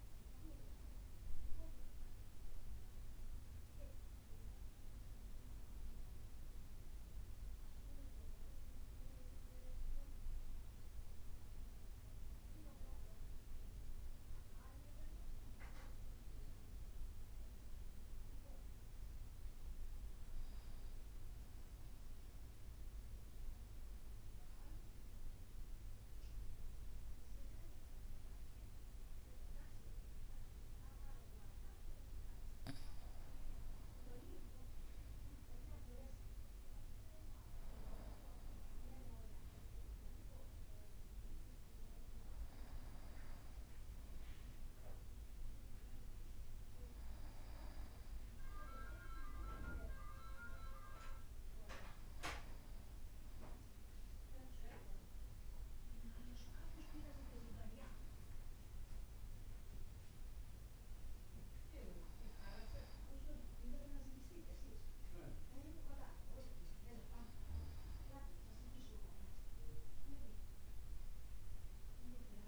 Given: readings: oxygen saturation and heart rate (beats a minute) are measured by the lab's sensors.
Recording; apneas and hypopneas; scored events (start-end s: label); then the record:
breathing in sleep by a room microphone; 1
0.00-6.00 s: oxygen desaturation (device-marked, oxygen 91% lowest, heart rate 52 extreme)
13.50-18.00 s: arousal
20.50-33.00 s: obstructive apnea (oxygen 98% before, 92% lowest, heart rate 55 before, 52 extreme, up 2 after)
36.00-39.50 s: arousal
From the record:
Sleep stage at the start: REM sleep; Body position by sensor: on the back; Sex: male